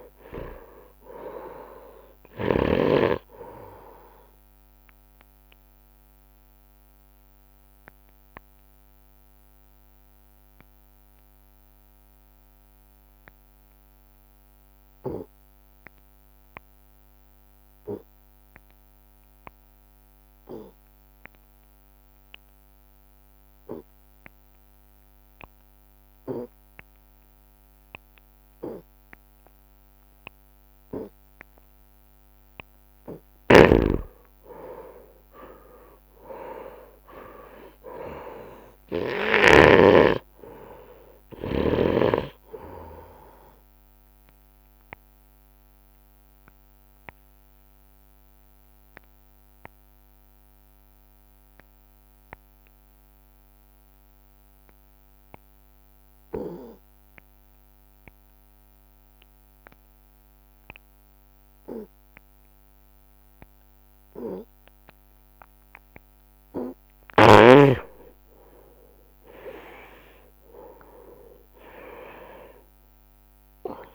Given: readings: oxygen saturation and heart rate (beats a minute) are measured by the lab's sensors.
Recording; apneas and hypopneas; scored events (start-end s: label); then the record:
breathing in sleep by a microphone on the trachea; 2
0.00-3.00 s: snoring (device-marked)
7.50-32.00 s: obstructive apnea (oxygen 97% before, 85% lowest)
16.00-29.00 s: oxygen desaturation (device-marked, oxygen 97% before, 85% lowest)
33.50-40.00 s: snoring (device-marked)
35.00-40.00 s: arousal
46.50-65.50 s: obstructive apnea (oxygen 98% before, 87% lowest)
54.00-62.00 s: oxygen desaturation (device-marked, oxygen 96% before, 87% lowest)
68.00-72.50 s: arousal
From the record:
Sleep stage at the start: N2 (light sleep); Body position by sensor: on the right side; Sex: male